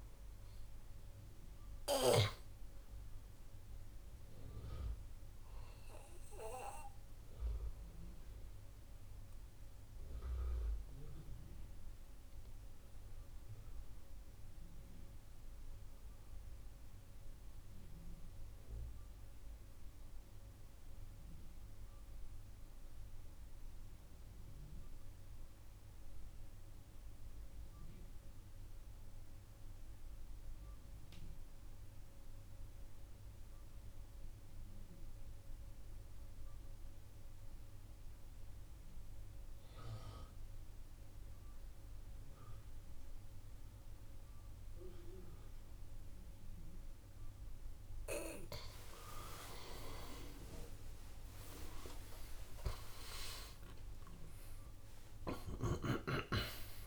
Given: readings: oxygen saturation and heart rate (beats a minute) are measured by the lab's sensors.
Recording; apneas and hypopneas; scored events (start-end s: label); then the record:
breathing in sleep by a room microphone; 1
0.00-18.50 s: oxygen desaturation (device-marked, oxygen 81% lowest, heart rate 61 extreme)
8.00-48.00 s: mixed apnea (oxygen 94% before, 81% lowest, heart rate 70 before, 56 extreme, up 33 after)
38.50-56.87 s: oxygen desaturation (device-marked, oxygen 98% before, 84% lowest, heart rate 65 before, 55 extreme)
51.00-55.50 s: arousal
From the record:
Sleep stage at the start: N2 (light sleep); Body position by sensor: on the back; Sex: male